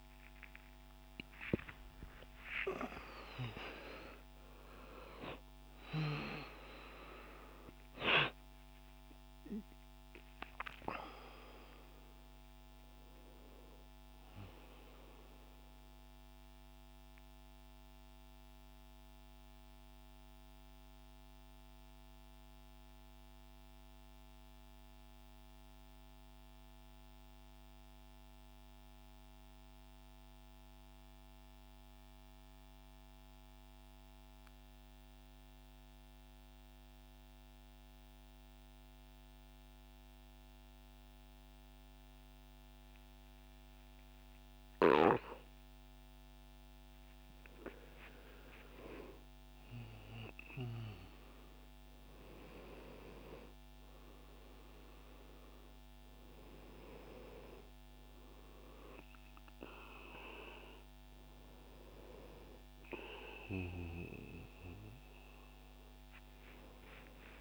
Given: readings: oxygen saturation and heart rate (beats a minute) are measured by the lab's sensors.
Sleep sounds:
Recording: breathing in sleep by a microphone on the trachea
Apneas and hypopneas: 1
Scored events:
0.00-2.00 s: arousal
0.00-5.00 s: oxygen desaturation (device-marked, oxygen 87% lowest)
15.00-44.50 s: mixed apnea (oxygen 90% before, 87% lowest)
42.00-67.41 s: oxygen desaturation (device-marked, oxygen 99% before, 90% lowest, heart rate 145 before, 27 extreme)
46.50-50.50 s: arousal
From the record:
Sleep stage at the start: N2 (light sleep)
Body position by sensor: on the right side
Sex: male

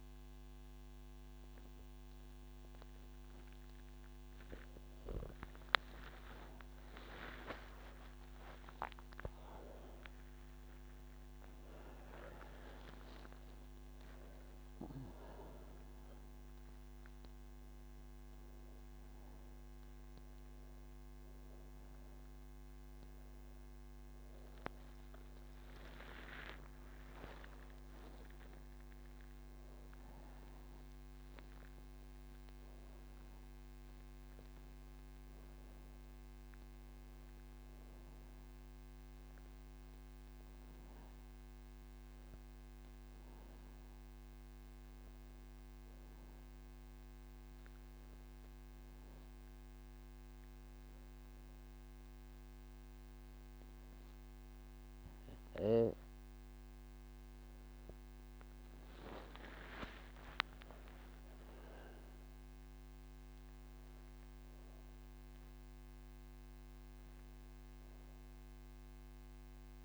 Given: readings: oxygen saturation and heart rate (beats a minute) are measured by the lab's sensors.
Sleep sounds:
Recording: breathing in sleep by a microphone on the trachea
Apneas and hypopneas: none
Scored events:
50.00-60.00 s: oxygen desaturation (device-marked, oxygen 94% before, 89% lowest)
From the record:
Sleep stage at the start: N3 (deep sleep)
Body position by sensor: on the back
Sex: female

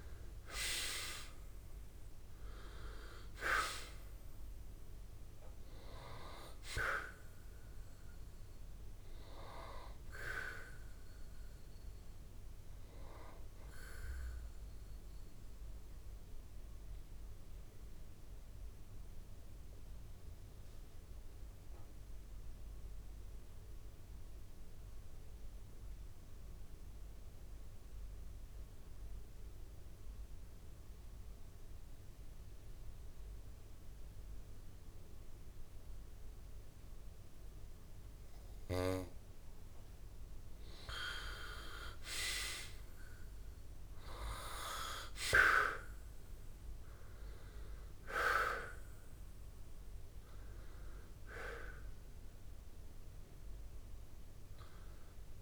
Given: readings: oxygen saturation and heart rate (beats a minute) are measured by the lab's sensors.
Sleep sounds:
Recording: breathing in sleep by a room microphone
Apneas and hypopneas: 1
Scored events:
0.00-1.00 s: arousal
0.00-22.00 s: oxygen desaturation (device-marked, oxygen 84% lowest, heart rate 64 extreme)
15.50-40.00 s: mixed apnea (oxygen 97% before, 84% lowest, heart rate 118 before, 64 extreme, up 51 after)
38.00-55.42 s: oxygen desaturation (device-marked, oxygen 98% before, 86% lowest, heart rate 66 before, 65 extreme)
41.50-45.00 s: arousal
From the record:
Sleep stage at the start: N2 (light sleep)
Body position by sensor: on the back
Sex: male

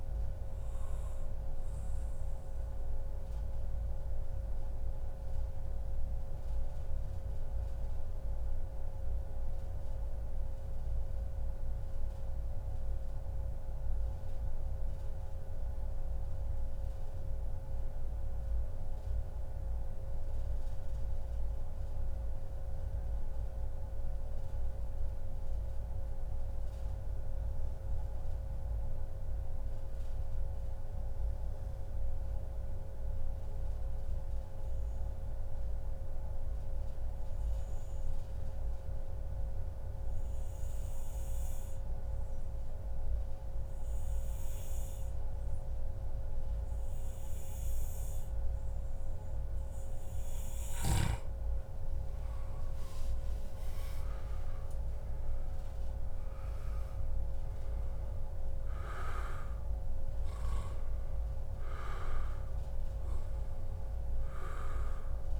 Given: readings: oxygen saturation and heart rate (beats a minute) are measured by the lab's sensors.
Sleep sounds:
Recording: breathing in sleep, hard to hear, by a room microphone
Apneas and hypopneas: 1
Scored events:
0.00-13.00 s: oxygen desaturation (device-marked, oxygen 98% before, 89% lowest, heart rate 109 before, 89 extreme)
0.50-48.50 s: mixed apnea (oxygen 96% before, 90% lowest, heart rate 140 before, 89 extreme, up 48 after)
2.00-4.00 s: long interval between heartbeats (device-marked, heart rate 138 before, 89 extreme)
4.50-6.50 s: long interval between heartbeats (device-marked, heart rate 134 before, 92 extreme)
21.50-23.50 s: long interval between heartbeats (device-marked, heart rate 108 before, 112 extreme)
48.50-50.50 s: long interval between heartbeats (device-marked, heart rate 105 before, 116 extreme)
50.00-65.40 s: oxygen desaturation (device-marked, oxygen 96% before, 90% lowest, heart rate 106 before, 103 extreme)
50.50-54.00 s: arousal
From the record:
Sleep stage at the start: N2 (light sleep)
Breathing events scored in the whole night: 247 in 4.9 hours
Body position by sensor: on the back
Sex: male

